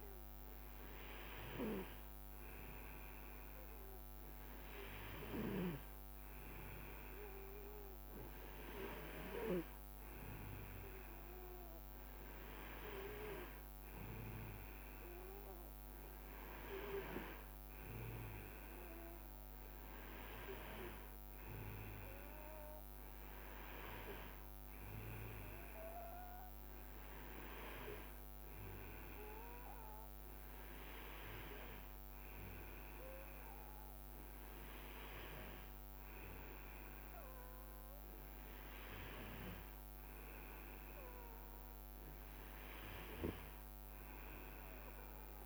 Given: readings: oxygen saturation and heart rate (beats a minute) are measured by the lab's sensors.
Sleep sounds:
breathing in sleep by a microphone on the trachea; none
none scored
From the record:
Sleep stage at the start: N2 (light sleep); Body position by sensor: on the right side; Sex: male

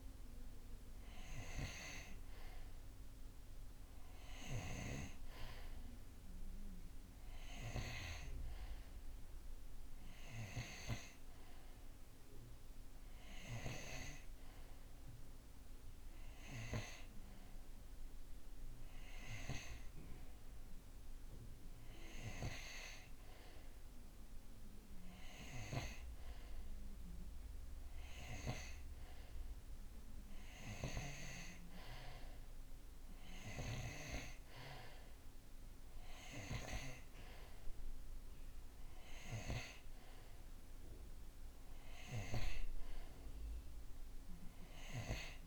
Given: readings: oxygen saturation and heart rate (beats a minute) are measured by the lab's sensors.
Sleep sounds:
breathing in sleep by a room microphone; none
none scored
From the record:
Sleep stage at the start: N2 (light sleep); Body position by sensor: on the right side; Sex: male

